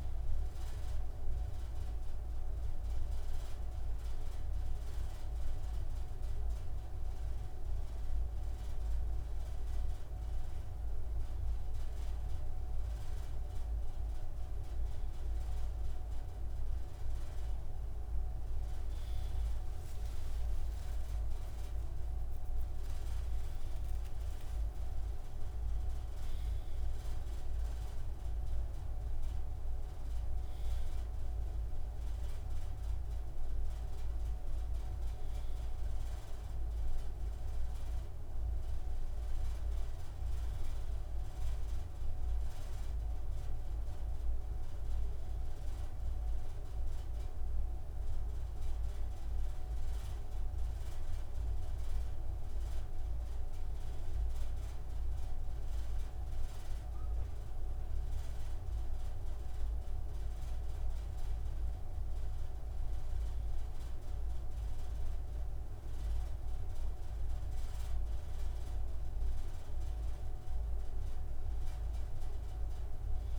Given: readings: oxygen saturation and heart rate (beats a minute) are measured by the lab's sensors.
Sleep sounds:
breathing in sleep, hard to hear, by a room microphone; none
18.50-22.00 s: arousal
From the record:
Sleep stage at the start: N2 (light sleep); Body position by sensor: on the right side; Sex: male

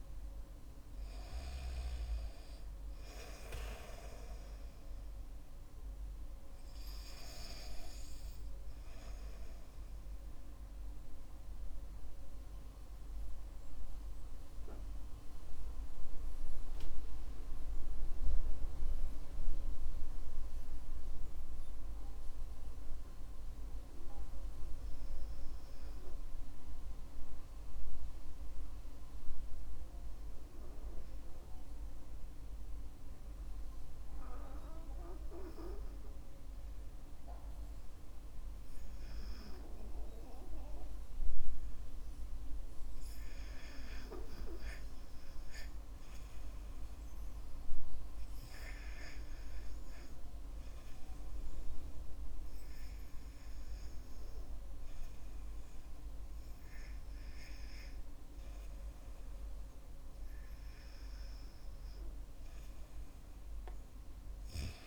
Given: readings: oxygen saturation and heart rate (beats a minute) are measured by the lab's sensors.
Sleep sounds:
breathing in sleep by a room microphone; 1
0.00-7.50 s: oxygen desaturation (device-marked, oxygen 91% lowest, heart rate 49 extreme)
11.00-39.50 s: hypopnea (oxygen 93% before, 91% lowest, heart rate 65 before, 48 extreme, up 11 after)
41.50-44.50 s: arousal
42.50-64.87 s: oxygen desaturation (device-marked, oxygen 98% before, 93% lowest, heart rate 53 before, 48 extreme)
From the record:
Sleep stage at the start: REM sleep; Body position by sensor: on the back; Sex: male

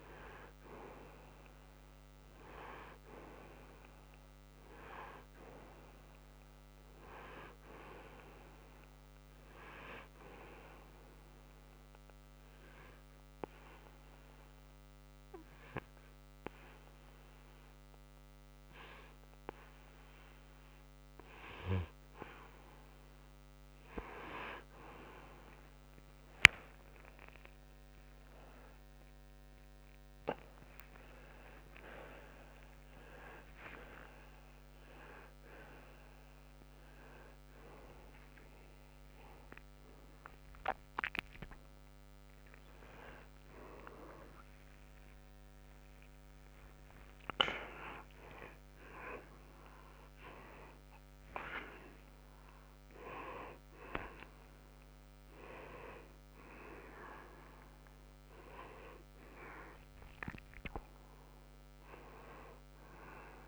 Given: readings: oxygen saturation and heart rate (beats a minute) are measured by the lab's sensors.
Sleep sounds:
a person partly awake in a sleep study, by a microphone on the trachea; 1
11.00-22.50 s: obstructive apnea (oxygen 94% before, 93% lowest, heart rate 66 before, 59 extreme, up 17 after)
34.00-63.48 s: new sleep stage, awake
51.00-63.00 s: oxygen desaturation (device-marked, oxygen 96% before, 93% lowest, heart rate 84 before, 65 extreme)
From the record:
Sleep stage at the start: N2 (light sleep); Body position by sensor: on the right side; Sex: male

